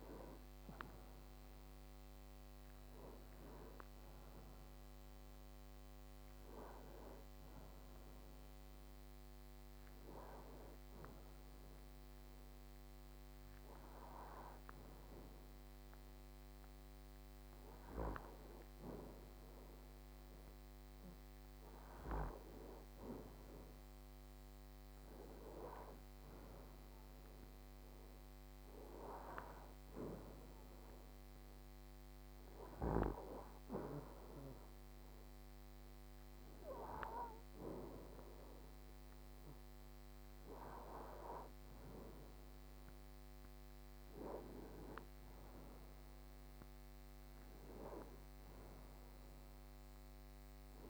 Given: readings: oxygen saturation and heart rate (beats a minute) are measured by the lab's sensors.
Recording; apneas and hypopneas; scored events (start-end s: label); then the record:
breathing in sleep by a microphone on the trachea; none
49.50-50.90 s: new sleep stage, N2 (light sleep)
From the record:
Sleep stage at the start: N1 (lightest sleep); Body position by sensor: on the right side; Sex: male